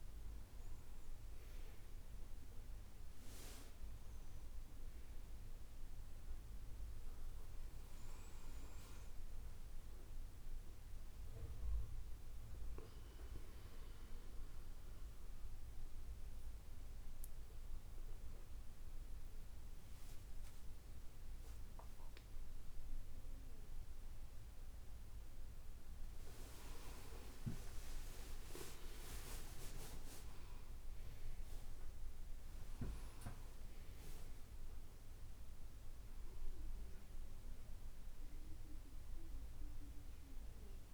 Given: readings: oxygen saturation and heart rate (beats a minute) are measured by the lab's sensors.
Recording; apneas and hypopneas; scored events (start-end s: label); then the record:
a person awake in a sleep study, by a room microphone; none
38.00-40.94 s: new sleep stage, N1 (lightest sleep)
From the record:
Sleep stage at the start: awake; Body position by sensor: on the back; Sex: female